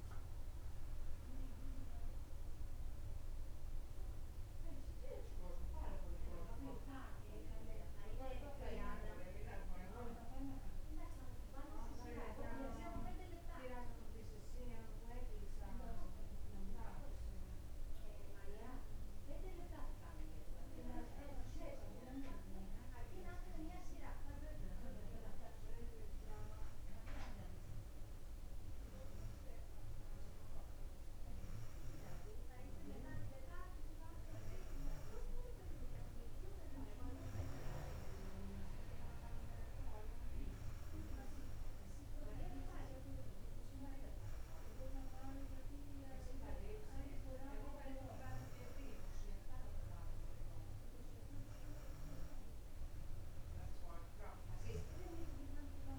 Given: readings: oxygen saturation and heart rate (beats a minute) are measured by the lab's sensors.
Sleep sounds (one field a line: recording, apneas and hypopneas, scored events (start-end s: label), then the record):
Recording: breathing in sleep by a room microphone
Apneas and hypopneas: none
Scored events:
none scored
From the record:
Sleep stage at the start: N2 (light sleep)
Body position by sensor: on the back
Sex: female